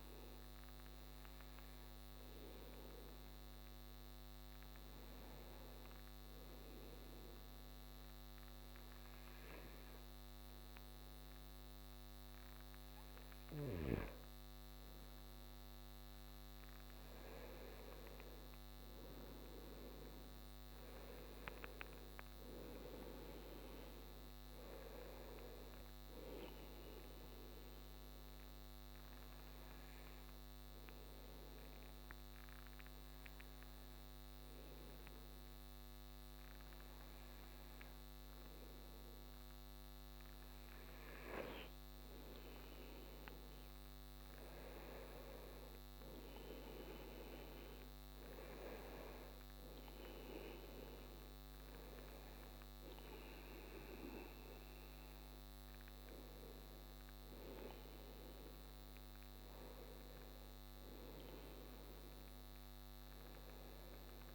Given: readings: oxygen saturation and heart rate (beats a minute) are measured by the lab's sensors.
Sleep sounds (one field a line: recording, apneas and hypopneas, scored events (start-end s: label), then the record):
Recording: breathing in sleep by a microphone on the trachea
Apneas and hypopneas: 2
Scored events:
1.00-14.50 s: hypopnea (oxygen 94% before, 91% lowest)
16.50-21.00 s: arousal
27.00-40.00 s: hypopnea (oxygen 95% before, 91% lowest)
28.50-43.50 s: oxygen desaturation (device-marked, oxygen 95% before, 91% lowest)
43.00-47.50 s: arousal
50.50-64.35 s: oxygen desaturation (device-marked, oxygen 95% before, 92% lowest)
From the record:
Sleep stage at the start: N2 (light sleep)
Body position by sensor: on the right side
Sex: male